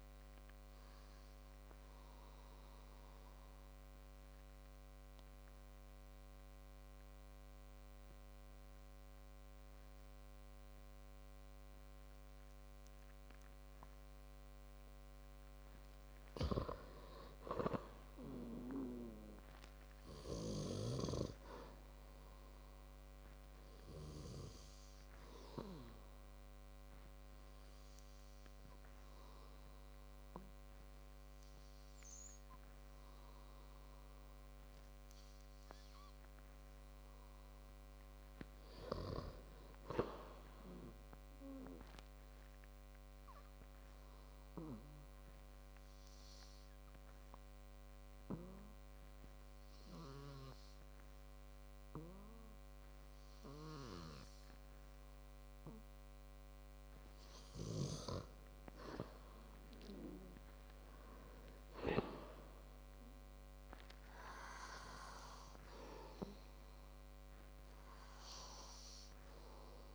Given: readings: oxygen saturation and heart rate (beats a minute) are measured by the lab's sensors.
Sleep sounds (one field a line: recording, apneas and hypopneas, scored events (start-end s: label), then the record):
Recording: breathing in sleep by a microphone on the trachea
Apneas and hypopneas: 2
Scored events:
4.50-17.00 s: obstructive apnea (oxygen 98% before, 95% lowest, heart rate 64 before, 54 extreme, up 11 after)
19.50-23.00 s: arousal
45.00-58.50 s: hypopnea (oxygen 98% before, 95% lowest, heart rate 60 before, 54 extreme, up 12 after)
59.50-62.50 s: arousal
From the record:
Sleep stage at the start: N2 (light sleep)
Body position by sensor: on the back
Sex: male